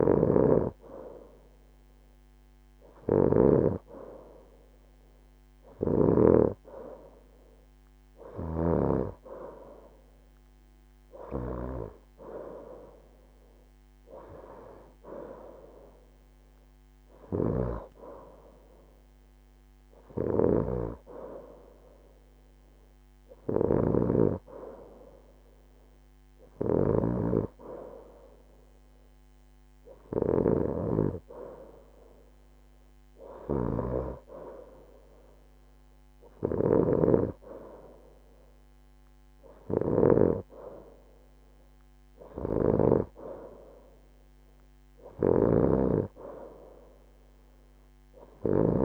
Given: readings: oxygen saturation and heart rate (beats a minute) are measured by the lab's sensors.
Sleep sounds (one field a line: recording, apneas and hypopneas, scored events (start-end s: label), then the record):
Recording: breathing in sleep by a microphone on the trachea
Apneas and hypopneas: none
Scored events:
none scored
From the record:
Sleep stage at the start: N2 (light sleep)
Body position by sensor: on the right side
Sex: female